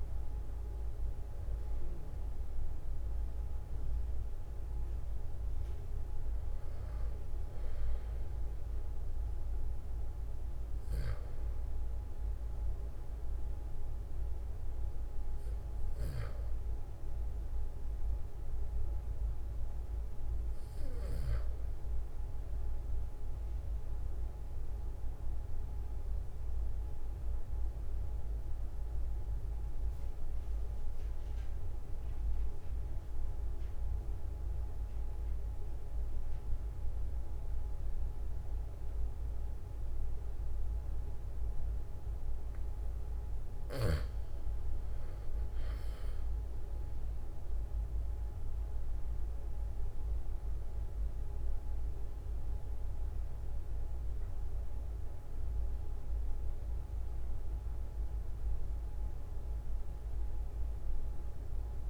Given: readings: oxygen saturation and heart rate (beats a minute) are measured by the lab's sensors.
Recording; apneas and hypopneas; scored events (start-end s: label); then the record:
breathing in sleep, hard to hear, by a room microphone; 1
0.00-1.50 s: arousal
24.50-42.50 s: obstructive apnea (oxygen 97% before, 92% lowest, heart rate 45 before, 45 extreme, up 5 after)
44.50-50.00 s: arousal
46.00-61.90 s: new sleep stage, N1 (lightest sleep)
From the record:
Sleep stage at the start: N2 (light sleep); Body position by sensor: on the back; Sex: male